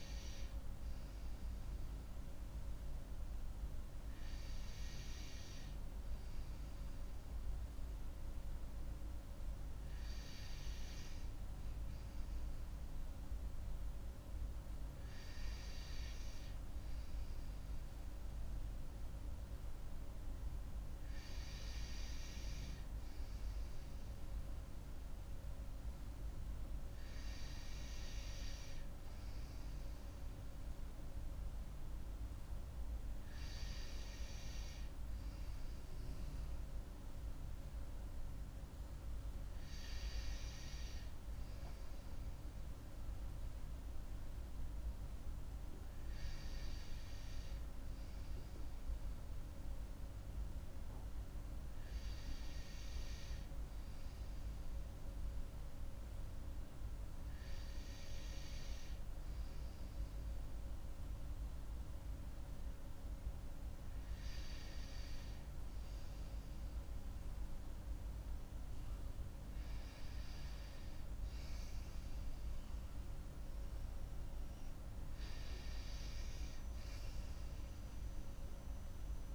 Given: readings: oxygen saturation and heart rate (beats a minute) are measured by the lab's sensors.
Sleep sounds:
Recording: breathing in sleep, hard to hear, by a room microphone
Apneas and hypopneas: none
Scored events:
none scored
From the record:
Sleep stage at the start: N2 (light sleep)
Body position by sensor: on the right side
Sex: female

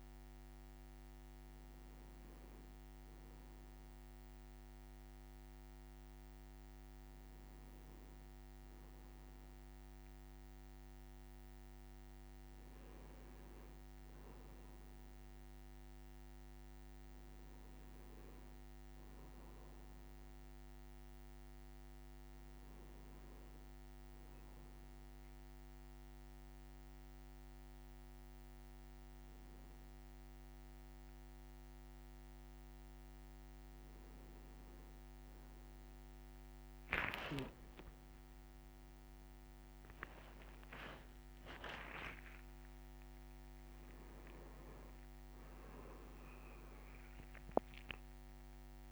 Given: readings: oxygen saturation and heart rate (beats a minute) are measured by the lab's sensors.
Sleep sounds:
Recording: a person partly awake in a sleep study, hard to hear, by a microphone on the trachea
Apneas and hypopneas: none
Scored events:
30.00-48.92 s: new sleep stage, awake
From the record:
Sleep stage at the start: N1 (lightest sleep)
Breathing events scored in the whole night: 223 in 6.4 hours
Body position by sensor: on the right side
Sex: male

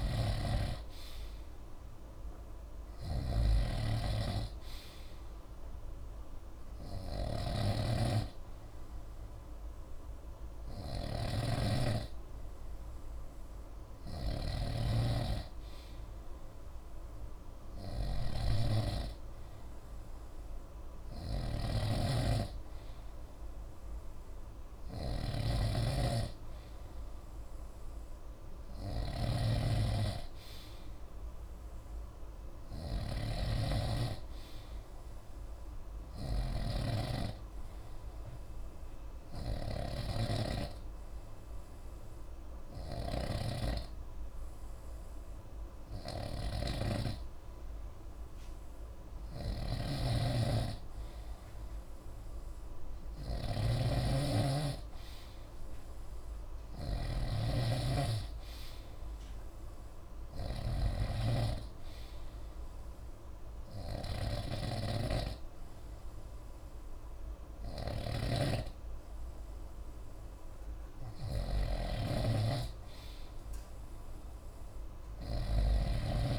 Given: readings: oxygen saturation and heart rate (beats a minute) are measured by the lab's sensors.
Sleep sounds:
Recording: breathing in sleep by a room microphone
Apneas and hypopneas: 1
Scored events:
0.00-76.39 s: snoring (device-marked)
39.00-50.00 s: hypopnea (oxygen 93% before, 91% lowest, heart rate 63 before, 54 extreme)
56.00-60.00 s: arousal
From the record:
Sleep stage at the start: N2 (light sleep)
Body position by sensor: on the right side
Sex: male

